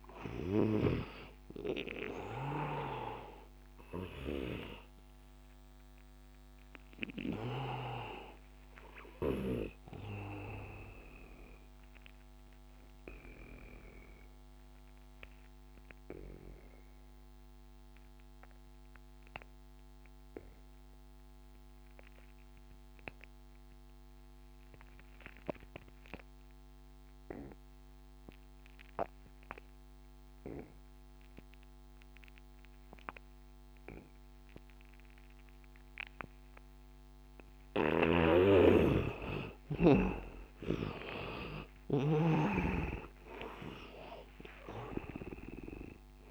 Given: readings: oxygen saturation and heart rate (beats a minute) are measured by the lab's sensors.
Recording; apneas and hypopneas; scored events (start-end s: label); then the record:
breathing in sleep by a microphone on the trachea; 1
0.00-7.50 s: snoring (device-marked)
0.00-19.50 s: oxygen desaturation (device-marked, oxygen 82% lowest, heart rate 82 extreme)
12.00-36.50 s: obstructive apnea (oxygen 99% before, 79% lowest, heart rate 91 before, 82 extreme, up 9 after)
27.50-46.31 s: oxygen desaturation (device-marked, oxygen 99% before, 79% lowest, heart rate 90 before, 81 extreme)
38.00-42.00 s: snoring (device-marked)
38.50-42.00 s: arousal
From the record:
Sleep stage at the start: N2 (light sleep); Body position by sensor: on the back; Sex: male